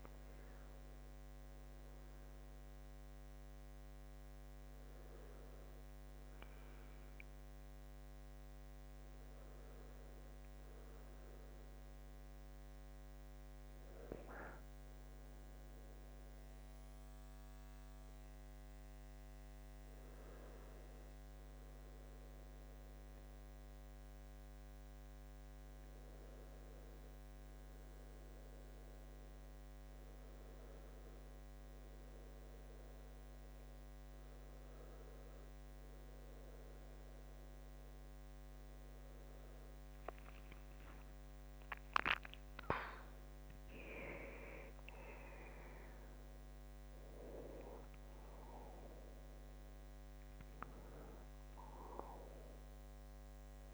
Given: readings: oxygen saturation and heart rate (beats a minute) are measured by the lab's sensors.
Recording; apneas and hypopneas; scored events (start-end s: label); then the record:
breathing in sleep by a microphone on the trachea; 1
21.00-40.00 s: obstructive apnea (oxygen 97% before, 93% lowest, heart rate 71 before, 68 extreme, up 31 after)
40.50-42.50 s: long interval between heartbeats (device-marked, heart rate 69 before, 79 extreme)
41.00-44.50 s: arousal
From the record:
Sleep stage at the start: N2 (light sleep); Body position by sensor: on the back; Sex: male